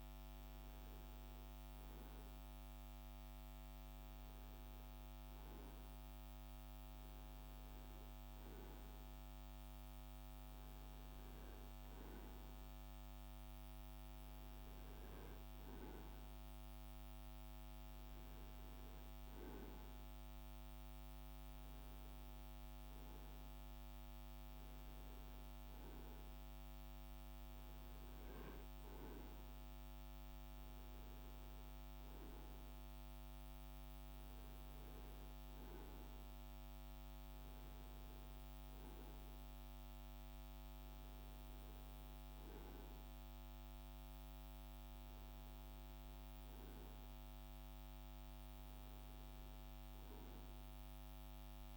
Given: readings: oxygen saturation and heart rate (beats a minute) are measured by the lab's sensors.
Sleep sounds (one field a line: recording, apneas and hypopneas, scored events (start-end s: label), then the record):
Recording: breathing in sleep, hard to hear, by a microphone on the trachea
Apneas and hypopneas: none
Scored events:
none scored
From the record:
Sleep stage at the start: N2 (light sleep)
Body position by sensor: on the right side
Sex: male